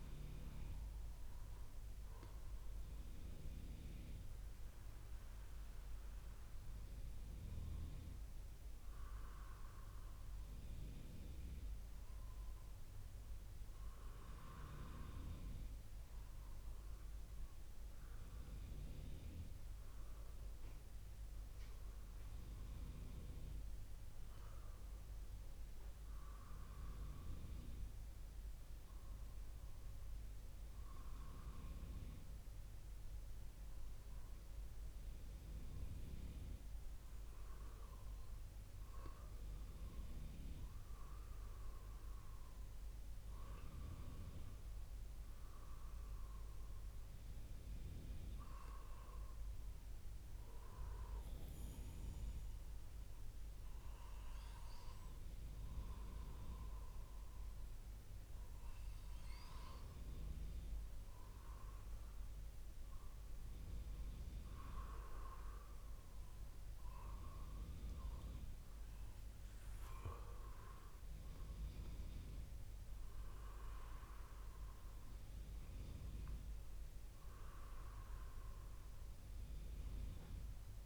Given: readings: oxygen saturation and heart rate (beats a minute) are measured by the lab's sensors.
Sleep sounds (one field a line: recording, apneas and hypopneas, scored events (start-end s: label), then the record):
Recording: breathing in sleep by a room microphone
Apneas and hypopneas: none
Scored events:
none scored
From the record:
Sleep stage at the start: N1 (lightest sleep)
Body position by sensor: on the back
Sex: male